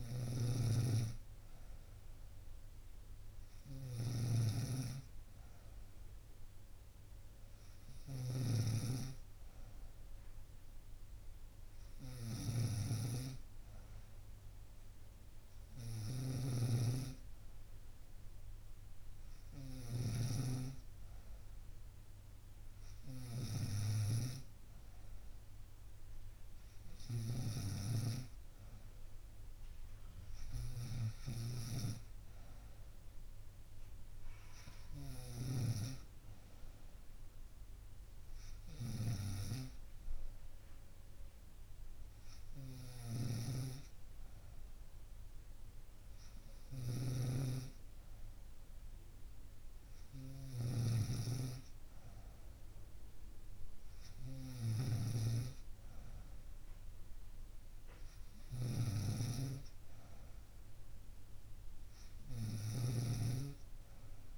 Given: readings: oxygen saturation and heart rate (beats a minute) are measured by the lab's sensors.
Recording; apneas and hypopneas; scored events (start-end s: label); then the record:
breathing in sleep by a room microphone; none
0.00-64.38 s: snoring (device-marked)
From the record:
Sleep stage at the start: N3 (deep sleep); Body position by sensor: on the right side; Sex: female